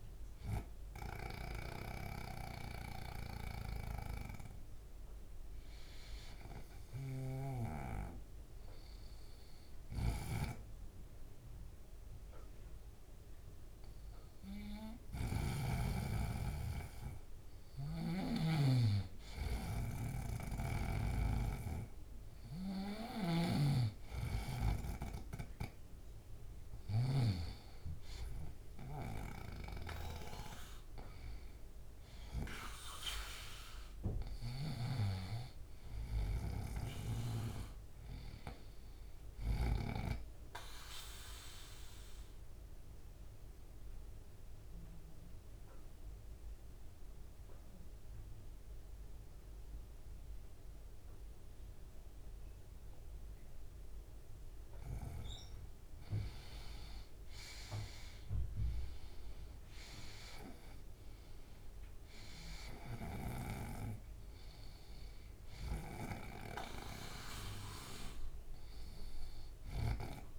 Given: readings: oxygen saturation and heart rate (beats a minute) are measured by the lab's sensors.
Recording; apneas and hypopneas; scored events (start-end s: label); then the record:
breathing in sleep by a room microphone; 2
0.00-12.00 s: oxygen desaturation (device-marked, oxygen 92% lowest, heart rate 73 extreme)
6.50-17.50 s: hypopnea (oxygen 98% before, 91% lowest, heart rate 74 before, 73 extreme, up 1 after)
20.00-23.50 s: arousal
20.00-27.00 s: snoring (device-marked)
34.50-39.50 s: snoring (device-marked)
40.00-55.00 s: obstructive apnea (oxygen 97% before, 91% lowest, heart rate 79 before, 72 extreme, up 27 after)
57.00-61.00 s: arousal
62.00-70.39 s: oxygen desaturation (device-marked, oxygen 97% before, 91% lowest, heart rate 168 before, 70 extreme)
From the record:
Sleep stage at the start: N2 (light sleep); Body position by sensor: on the right side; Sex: male